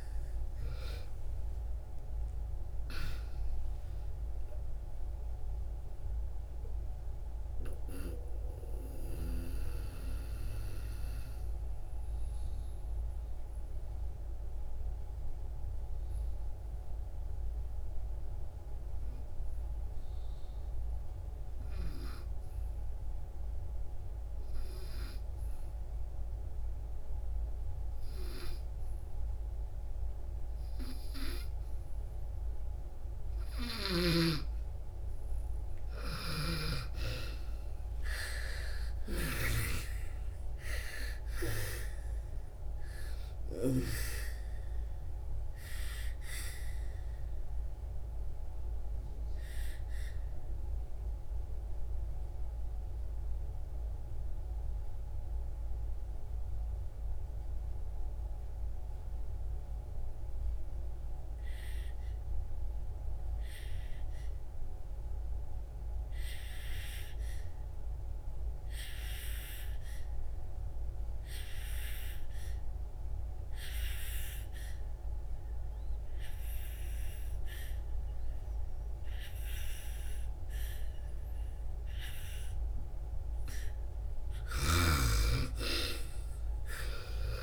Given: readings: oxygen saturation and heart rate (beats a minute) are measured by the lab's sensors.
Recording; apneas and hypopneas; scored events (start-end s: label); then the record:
breathing in sleep by a room microphone; 2
0.00-1.50 s: arousal
0.00-23.50 s: oxygen desaturation (device-marked, oxygen 79% lowest)
6.00-35.00 s: mixed apnea (oxygen 98% before, 79% lowest)
31.50-63.50 s: oxygen desaturation (device-marked, oxygen 99% before, 81% lowest)
35.50-43.50 s: snoring (device-marked)
36.50-40.50 s: arousal
47.00-81.50 s: mixed apnea (oxygen 99% before, 78% lowest)
68.50-87.43 s: oxygen desaturation (device-marked, oxygen 98% before, 78% lowest)
84.00-87.43 s: snoring (device-marked)
From the record:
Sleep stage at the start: N2 (light sleep); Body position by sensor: on the back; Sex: female